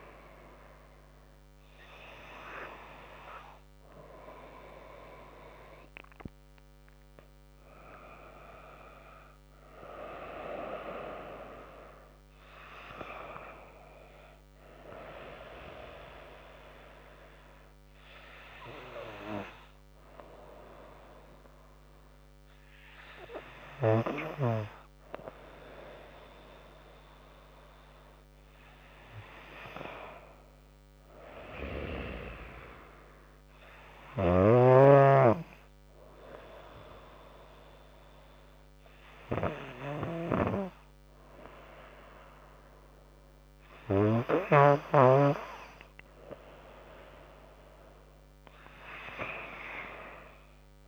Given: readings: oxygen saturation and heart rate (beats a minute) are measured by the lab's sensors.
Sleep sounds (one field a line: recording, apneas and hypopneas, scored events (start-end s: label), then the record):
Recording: breathing in sleep by a microphone on the trachea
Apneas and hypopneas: none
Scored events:
none scored
From the record:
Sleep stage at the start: N2 (light sleep)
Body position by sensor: on the back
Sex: female